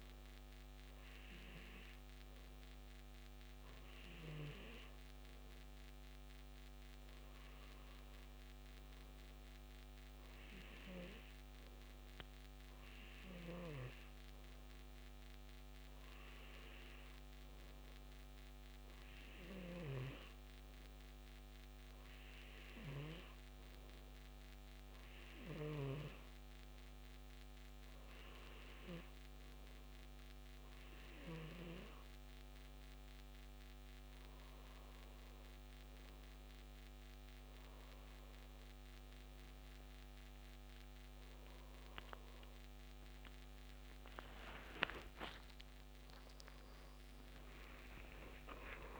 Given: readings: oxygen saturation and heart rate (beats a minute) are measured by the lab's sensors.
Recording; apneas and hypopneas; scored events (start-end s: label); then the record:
breathing in sleep by a microphone on the trachea; 1
11.50-25.00 s: hypopnea (oxygen 93% before, 91% lowest, heart rate 79 before, 77 extreme, up 2 after)
48.50-49.00 s: new sleep stage, awake
From the record:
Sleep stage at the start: N2 (light sleep); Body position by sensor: on the back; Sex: male